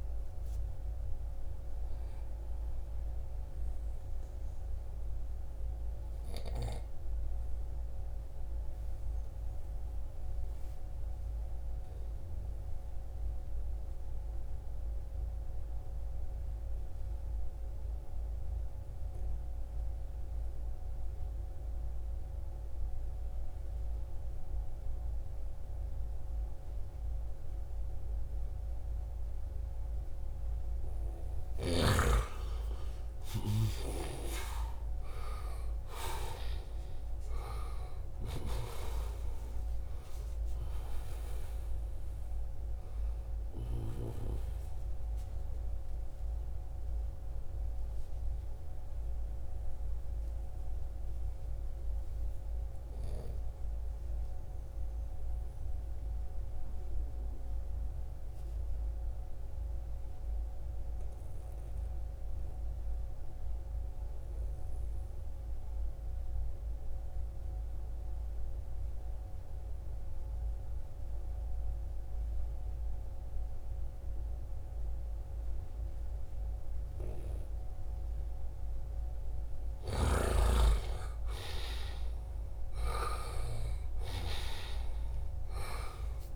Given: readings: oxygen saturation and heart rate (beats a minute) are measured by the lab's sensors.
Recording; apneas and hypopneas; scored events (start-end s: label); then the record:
breathing in sleep by a room microphone; 2
0.00-4.50 s: oxygen desaturation (device-marked, oxygen 89% lowest, heart rate 65 extreme)
7.50-30.00 s: obstructive apnea (oxygen 97% before, 87% lowest, heart rate 81 before, 65 extreme, up 11 after)
17.50-55.50 s: oxygen desaturation (device-marked, oxygen 97% before, 87% lowest, heart rate 76 before, 65 extreme)
32.00-37.50 s: arousal
51.00-78.00 s: obstructive apnea (oxygen 95% before, 87% lowest, heart rate 76 before, 65 extreme, up 8 after)
70.50-85.50 s: oxygen desaturation (device-marked, oxygen 96% before, 91% lowest, heart rate 72 before, 65 extreme)
79.00-82.50 s: snoring (device-marked)
83.50-86.36 s: arousal
From the record:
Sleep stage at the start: N2 (light sleep); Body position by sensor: on the right side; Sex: male